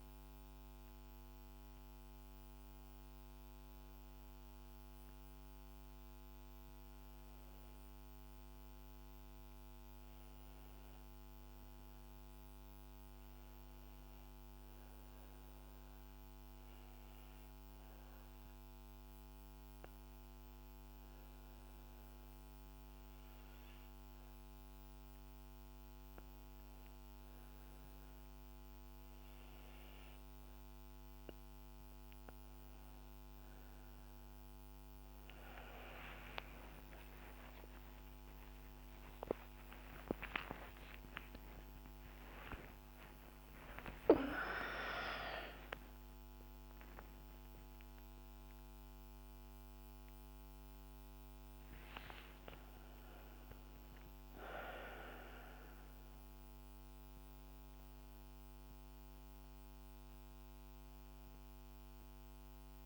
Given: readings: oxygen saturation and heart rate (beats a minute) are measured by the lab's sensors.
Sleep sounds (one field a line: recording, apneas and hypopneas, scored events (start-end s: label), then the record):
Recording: a person awake in a sleep study, by a microphone on the trachea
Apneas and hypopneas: 1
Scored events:
10.50-14.50 s: arousal
17.50-29.00 s: hypopnea (oxygen 98% before, 89% lowest, heart rate 74 before, 68 extreme, up 19 after)
29.00-62.86 s: new sleep stage, awake
31.00-47.00 s: oxygen desaturation (device-marked, oxygen 96% before, 89% lowest, heart rate 71 before, 60 extreme)
From the record:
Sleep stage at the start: N1 (lightest sleep)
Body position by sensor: on the back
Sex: female